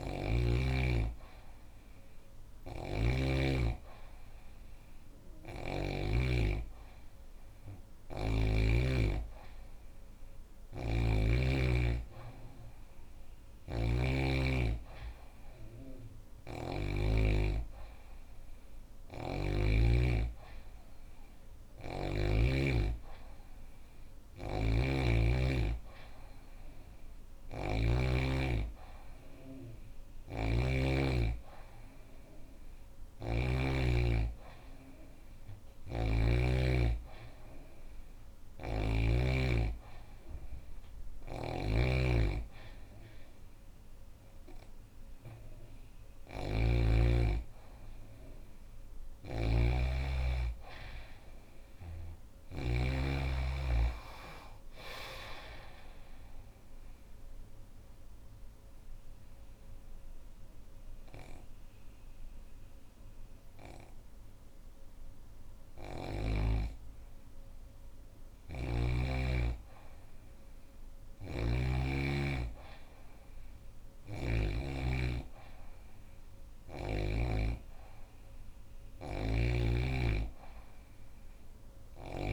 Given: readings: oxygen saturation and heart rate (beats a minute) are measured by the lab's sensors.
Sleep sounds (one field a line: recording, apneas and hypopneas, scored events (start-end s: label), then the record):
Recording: breathing in sleep by a room microphone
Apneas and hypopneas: none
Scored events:
0.00-5.50 s: snoring (device-marked)
12.50-16.50 s: snoring (device-marked)
23.50-30.00 s: snoring (device-marked)
32.00-38.50 s: snoring (device-marked)
40.50-52.00 s: snoring (device-marked)
73.00-76.50 s: snoring (device-marked)
78.50-82.00 s: snoring (device-marked)
From the record:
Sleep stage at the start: N2 (light sleep)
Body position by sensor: on the back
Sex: female